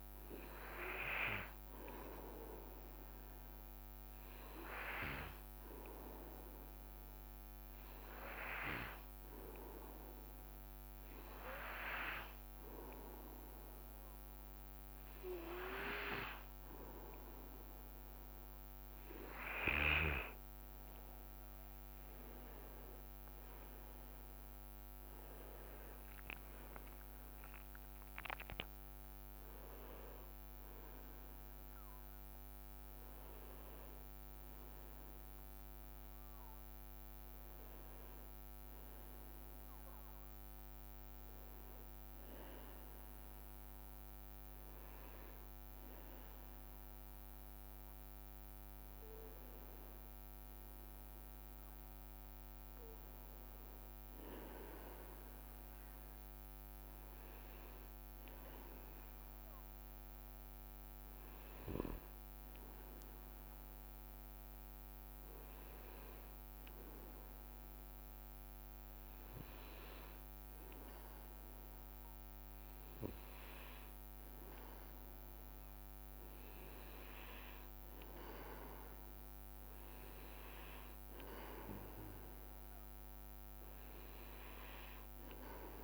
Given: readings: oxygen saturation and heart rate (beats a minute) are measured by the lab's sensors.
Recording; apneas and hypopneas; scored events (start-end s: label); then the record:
breathing in sleep by a microphone on the trachea; 2
8.00-18.50 s: hypopnea (oxygen 97% before, 95% lowest, heart rate 65 before, 64 extreme, up 6 after)
21.00-26.00 s: arousal
26.00-28.00 s: leg movement (device-marked)
52.00-55.50 s: arousal
58.50-71.00 s: hypopnea (oxygen 98% before, 95% lowest, heart rate 63 before, 61 extreme, up 2 after)
75.50-79.50 s: arousal
From the record:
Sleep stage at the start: N2 (light sleep); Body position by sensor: on the back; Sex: male